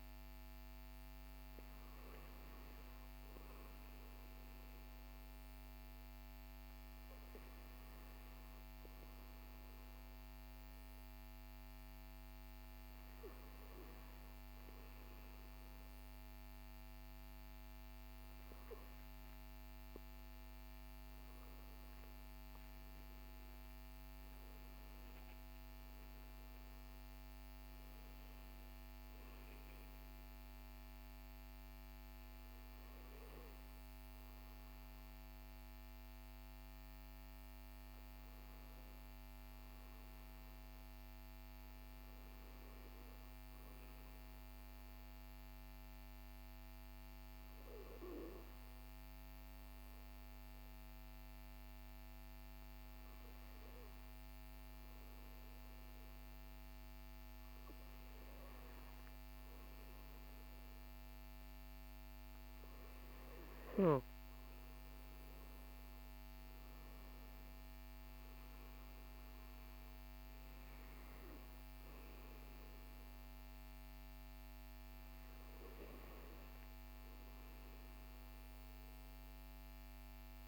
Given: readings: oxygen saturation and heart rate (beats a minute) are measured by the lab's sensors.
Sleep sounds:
breathing in sleep, hard to hear, by a microphone on the trachea; 1
43.50-57.50 s: hypopnea (oxygen 97% before, 96% lowest, heart rate 55 before, 43 extreme, up 6 after)
58.00-62.00 s: arousal
From the record:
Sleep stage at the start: N2 (light sleep); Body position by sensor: on the back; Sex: male

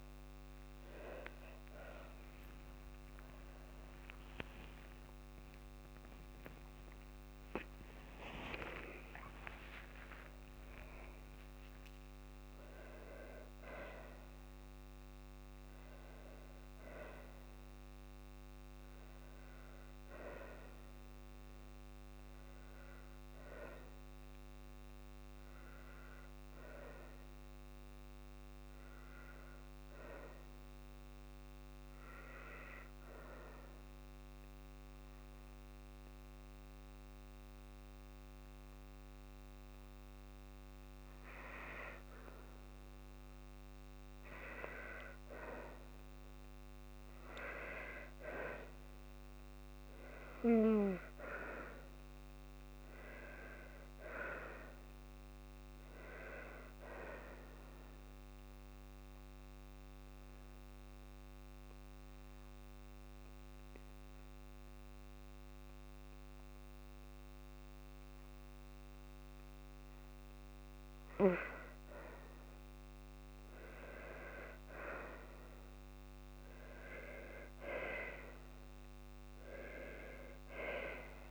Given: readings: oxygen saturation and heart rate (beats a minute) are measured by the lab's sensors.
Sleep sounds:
breathing in sleep by a microphone on the trachea; 2
1.00-3.00 s: long interval between heartbeats (device-marked, heart rate 68 before, 72 extreme)
2.50-9.50 s: tachycardia (device-marked, heart rate 57 before, 136 extreme)
3.50-9.00 s: arousal
4.00-6.00 s: long interval between heartbeats (device-marked, heart rate 65 before, 79 extreme)
6.00-8.00 s: long interval between heartbeats (device-marked, heart rate 66 before, 110 extreme)
8.50-10.50 s: long interval between heartbeats (device-marked, heart rate 73 before, 128 extreme)
14.50-16.50 s: long interval between heartbeats (device-marked, heart rate 89 before, 75 extreme)
28.00-42.50 s: obstructive apnea (oxygen 98% before, 94% lowest, heart rate 83 before, 55 extreme, up 3 after)
28.50-81.31 s: new sleep stage, N2 (light sleep)
44.50-49.00 s: arousal
58.50-69.50 s: obstructive apnea (oxygen 97% before, 94% lowest, heart rate 57 before, 55 extreme, up 1 after)
75.50-79.50 s: arousal
From the record:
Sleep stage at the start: N1 (lightest sleep); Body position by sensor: on the left side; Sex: female

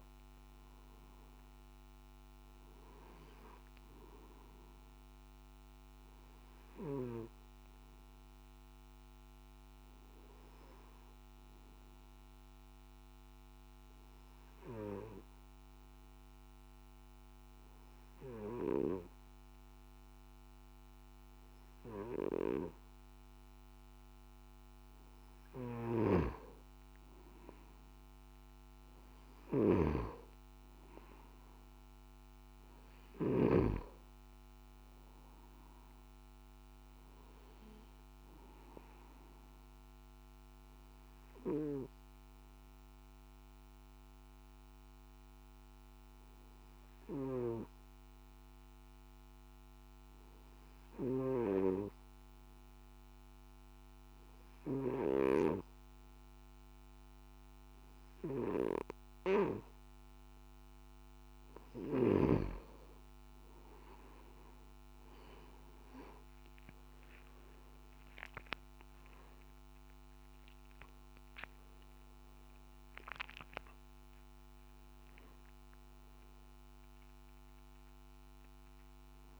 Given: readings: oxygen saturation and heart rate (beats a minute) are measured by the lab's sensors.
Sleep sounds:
breathing in sleep by a microphone on the trachea; 2
1.00-4.00 s: arousal
13.50-25.00 s: obstructive apnea (oxygen 96% before, 91% lowest, heart rate 61 before, 58 extreme, up 5 after)
26.00-30.00 s: snoring (device-marked)
29.50-33.00 s: arousal
32.50-50.50 s: oxygen desaturation (device-marked, oxygen 96% before, 92% lowest, heart rate 60 before, 58 extreme)
37.50-60.00 s: hypopnea (oxygen 96% before, 91% lowest, heart rate 61 before, 58 extreme, up 7 after)
63.50-79.40 s: oxygen desaturation (device-marked, oxygen 96% before, 91% lowest, heart rate 59 before, 57 extreme)
67.00-73.00 s: arousal
From the record:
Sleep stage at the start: N2 (light sleep); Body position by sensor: on the back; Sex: male

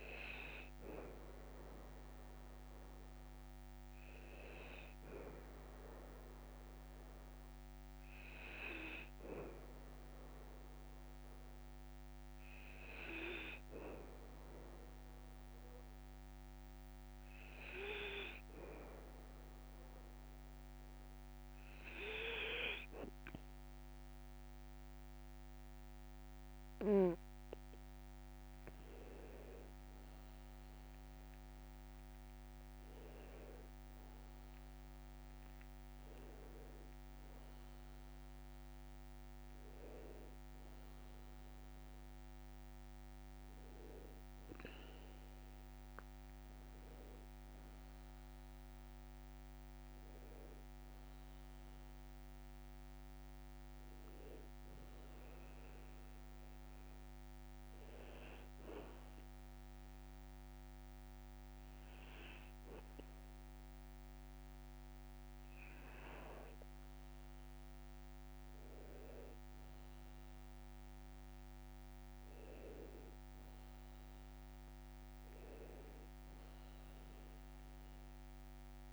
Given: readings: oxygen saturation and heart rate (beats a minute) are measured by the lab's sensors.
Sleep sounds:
breathing in sleep by a microphone on the trachea; 2
1.00-26.50 s: hypopnea (oxygen 99% before, 96% lowest, heart rate 57 before, 55 extreme, up 17 after)
29.50-34.50 s: arousal
47.50-51.50 s: arousal
55.50-67.00 s: hypopnea (oxygen 98% before, 97% lowest, heart rate 62 before, 56 extreme, up 6 after)
69.00-72.50 s: arousal
74.00-78.93 s: tachycardia (device-marked, heart rate 60 before, 126 extreme)
75.50-77.50 s: long interval between heartbeats (device-marked, heart rate 59 before, 79 extreme)
77.50-78.93 s: long interval between heartbeats (device-marked, heart rate 62 before, 105 extreme)
From the record:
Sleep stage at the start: N2 (light sleep); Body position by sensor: on the back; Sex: male

